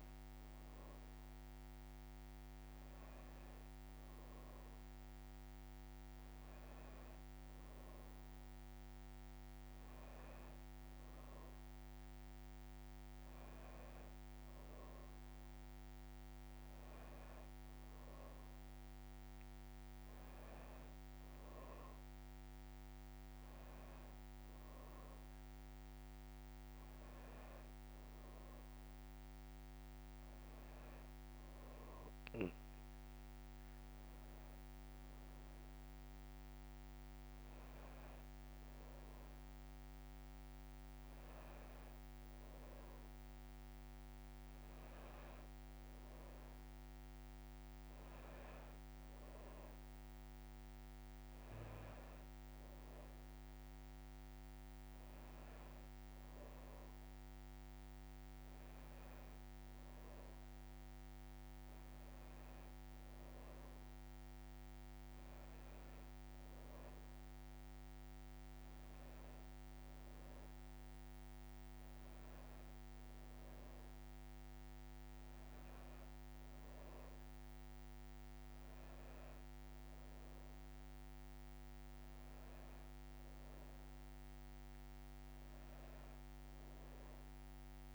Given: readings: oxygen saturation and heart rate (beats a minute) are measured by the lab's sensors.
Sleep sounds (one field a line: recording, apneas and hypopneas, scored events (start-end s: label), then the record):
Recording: breathing in sleep, hard to hear, by a microphone on the trachea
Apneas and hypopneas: none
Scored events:
5.00-87.95 s: new sleep stage, N2 (light sleep)
From the record:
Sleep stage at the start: N1 (lightest sleep)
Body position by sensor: on the back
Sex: female